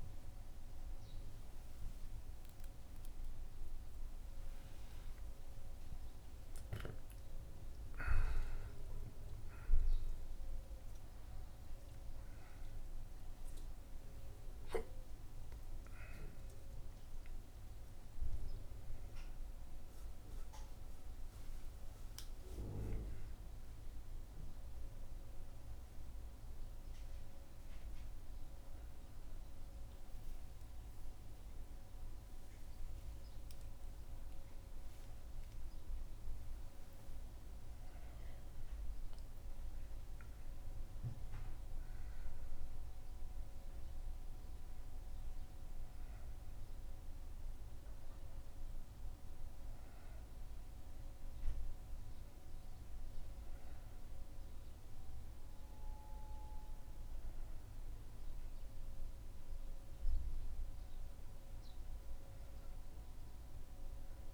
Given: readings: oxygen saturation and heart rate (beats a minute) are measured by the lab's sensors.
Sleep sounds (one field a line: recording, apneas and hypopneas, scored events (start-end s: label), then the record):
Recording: a person awake in a sleep study, hard to hear, by a room microphone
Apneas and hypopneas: none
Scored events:
0.00-13.50 s: oxygen desaturation (device-marked, oxygen 93% lowest, heart rate 72 extreme)
34.50-64.34 s: new sleep stage, N1 (lightest sleep)
From the record:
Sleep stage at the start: awake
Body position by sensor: on the back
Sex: male